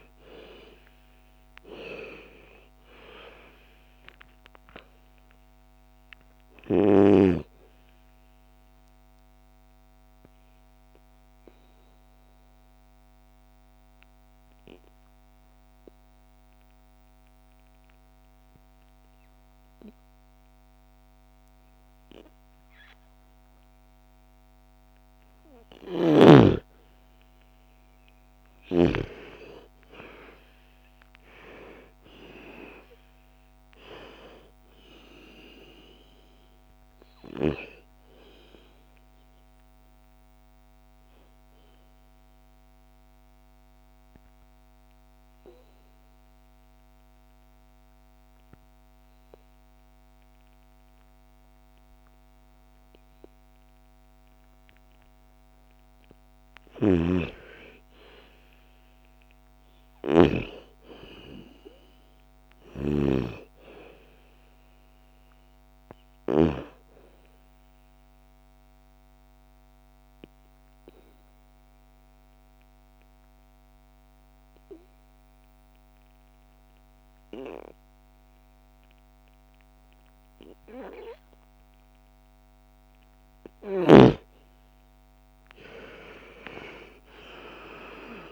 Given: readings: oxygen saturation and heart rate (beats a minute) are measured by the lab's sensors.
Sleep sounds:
breathing in sleep by a microphone on the trachea; 3
0.00-1.00 s: arousal
3.00-19.00 s: oxygen desaturation (device-marked, oxygen 98% before, 88% lowest, heart rate 56 before, 53 extreme)
8.50-25.50 s: obstructive apnea (oxygen 98% before, 86% lowest, heart rate 59 before, 53 extreme, up 13 after)
28.00-49.00 s: oxygen desaturation (device-marked, oxygen 98% before, 86% lowest, heart rate 56 before, 55 extreme)
29.00-33.50 s: arousal
39.00-55.00 s: obstructive apnea (oxygen 98% before, 86% lowest, heart rate 59 before, 55 extreme, up 9 after)
56.00-59.50 s: arousal
56.00-60.00 s: snoring (device-marked)
58.00-76.00 s: oxygen desaturation (device-marked, oxygen 99% before, 93% lowest, heart rate 58 before, 56 extreme)
62.00-66.00 s: snoring (device-marked)
68.00-83.00 s: obstructive apnea (oxygen 99% before, 86% lowest, heart rate 60 before, 53 extreme, up 9 after)
85.00-88.32 s: arousal
From the record:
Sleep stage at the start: N2 (light sleep); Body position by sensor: on the back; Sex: female

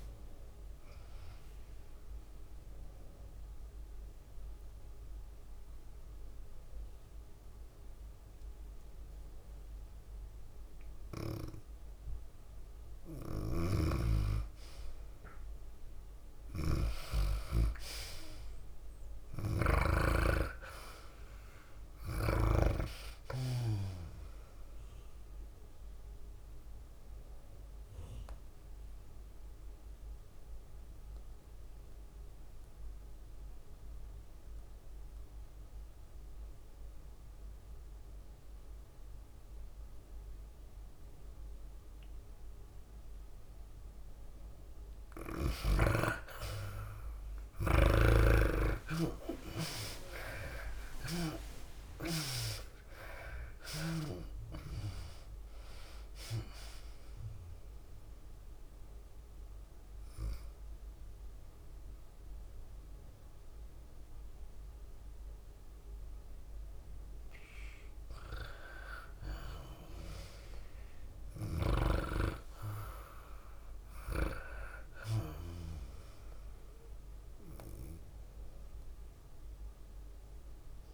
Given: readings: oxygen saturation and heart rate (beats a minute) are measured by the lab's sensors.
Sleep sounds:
breathing in sleep by a room microphone; 3
0.00-7.00 s: drop in pulse transit time (device-marked, heart rate 101 extreme)
0.00-14.00 s: oxygen desaturation (device-marked, oxygen 79% lowest, heart rate 92 extreme)
0.00-16.00 s: tachycardia (device-marked, heart rate 106 extreme)
3.00-13.00 s: obstructive apnea (oxygen 98% before, 79% lowest, heart rate 99 before, 98 extreme, up 1 after)
14.00-20.50 s: snoring (device-marked)
15.50-18.00 s: arousal
17.00-31.00 s: tachycardia (device-marked, heart rate 104 before, 105 extreme)
23.00-35.00 s: drop in pulse transit time (device-marked, heart rate 103 before, 100 extreme)
24.00-40.00 s: oxygen desaturation (device-marked, oxygen 98% before, 87% lowest, heart rate 103 before, 92 extreme)
28.50-44.50 s: obstructive apnea (oxygen 98% before, 81% lowest, heart rate 102 before, 92 extreme, up 10 after)
42.00-70.00 s: oxygen desaturation (device-marked, oxygen 95% before, 81% lowest, heart rate 101 before, 94 extreme)
47.00-50.00 s: arousal
49.00-80.94 s: tachycardia (device-marked, heart rate 103 before, 107 extreme)
53.00-67.00 s: drop in pulse transit time (device-marked, heart rate 96 before, 104 extreme)
58.50-69.00 s: obstructive apnea (oxygen 95% before, 77% lowest, heart rate 98 before, 96 extreme, up 0 after)
71.50-75.00 s: arousal
From the record:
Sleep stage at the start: N2 (light sleep); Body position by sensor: on the back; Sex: female

